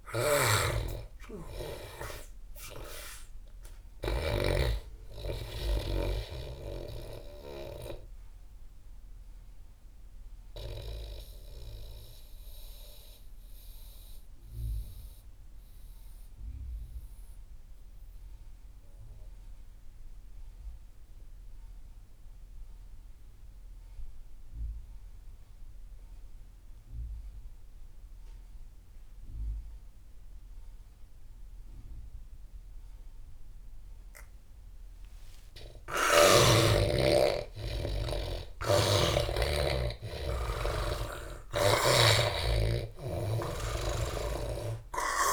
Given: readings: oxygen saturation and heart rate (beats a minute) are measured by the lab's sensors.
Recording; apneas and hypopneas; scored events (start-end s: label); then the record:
breathing in sleep by a room microphone; 1
0.00-4.50 s: snoring (device-marked)
0.00-13.00 s: oxygen desaturation (device-marked, oxygen 80% lowest)
9.50-35.50 s: mixed apnea (oxygen 98% before, 82% lowest)
32.00-45.33 s: oxygen desaturation (device-marked, oxygen 98% before, 82% lowest)
36.00-39.50 s: arousal
38.50-45.33 s: snoring (device-marked)
From the record:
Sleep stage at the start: N2 (light sleep); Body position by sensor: on the back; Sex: male